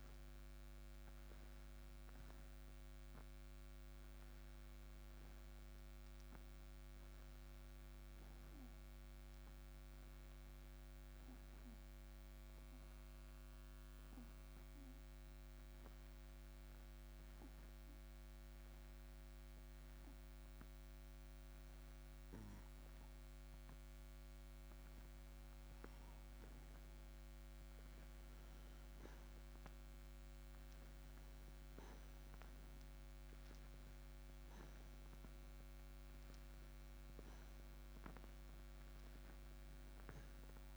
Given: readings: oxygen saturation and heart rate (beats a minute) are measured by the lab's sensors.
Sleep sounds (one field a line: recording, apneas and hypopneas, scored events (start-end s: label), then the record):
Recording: breathing in sleep, hard to hear, by a microphone on the trachea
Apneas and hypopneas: 1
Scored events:
7.50-23.50 s: obstructive apnea (oxygen 95% before, 89% lowest)
9.50-30.50 s: oxygen desaturation (device-marked, oxygen 95% before, 89% lowest)
29.50-34.50 s: arousal
From the record:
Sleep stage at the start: N2 (light sleep)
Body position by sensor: on the right side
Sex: male